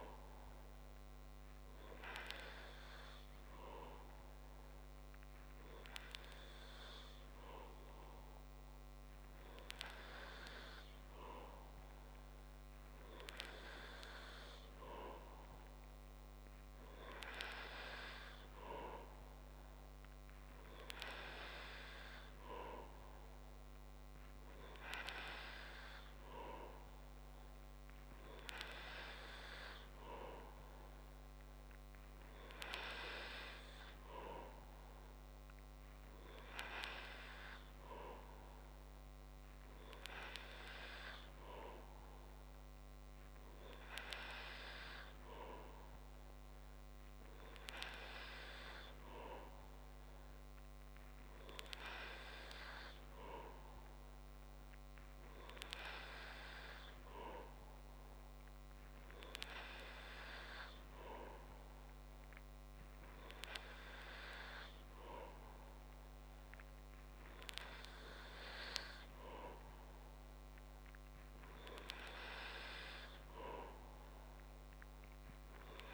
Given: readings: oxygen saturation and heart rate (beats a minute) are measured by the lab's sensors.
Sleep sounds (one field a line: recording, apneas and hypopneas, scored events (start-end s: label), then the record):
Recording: breathing in sleep by a microphone on the trachea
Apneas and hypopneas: none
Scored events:
45.50-75.93 s: new sleep stage, N3 (deep sleep)
From the record:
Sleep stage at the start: N2 (light sleep)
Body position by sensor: on the back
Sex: male